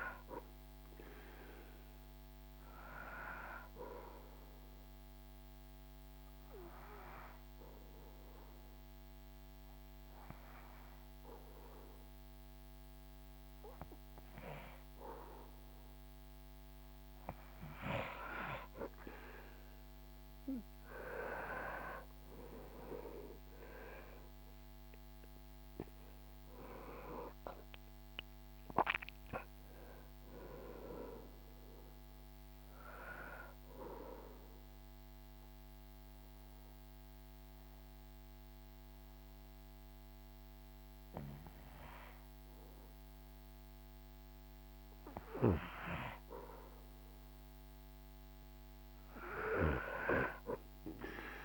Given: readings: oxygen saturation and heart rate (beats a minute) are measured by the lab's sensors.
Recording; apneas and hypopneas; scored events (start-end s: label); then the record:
breathing in sleep by a microphone on the trachea; 2
2.50-17.50 s: obstructive apnea (oxygen 98% before, 93% lowest, heart rate 75 before, 71 extreme, up 9 after)
19.00-23.00 s: arousal
21.50-43.50 s: oxygen desaturation (device-marked, oxygen 97% before, 93% lowest, heart rate 73 before, 71 extreme)
33.50-46.00 s: obstructive apnea (oxygen 97% before, 93% lowest, heart rate 77 before, 71 extreme, up 2 after)
49.00-51.45 s: arousal
From the record:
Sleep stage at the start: REM sleep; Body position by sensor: on the back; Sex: male